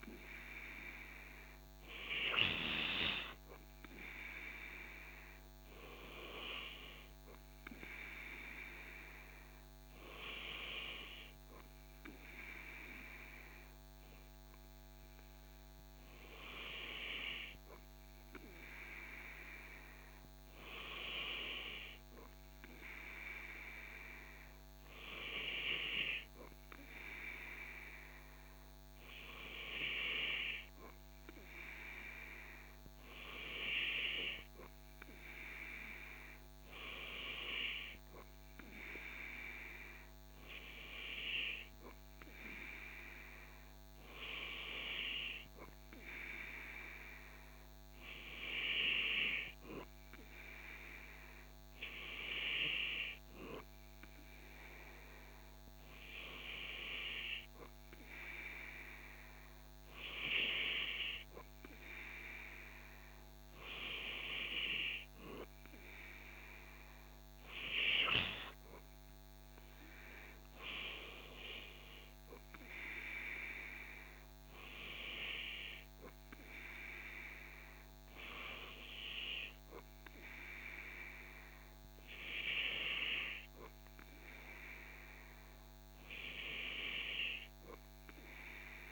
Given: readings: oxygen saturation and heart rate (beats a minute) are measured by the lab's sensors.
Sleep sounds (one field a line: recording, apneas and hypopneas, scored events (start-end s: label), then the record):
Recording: breathing in sleep by a microphone on the trachea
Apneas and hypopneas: none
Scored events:
none scored
From the record:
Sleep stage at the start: N2 (light sleep)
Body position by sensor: on the back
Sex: male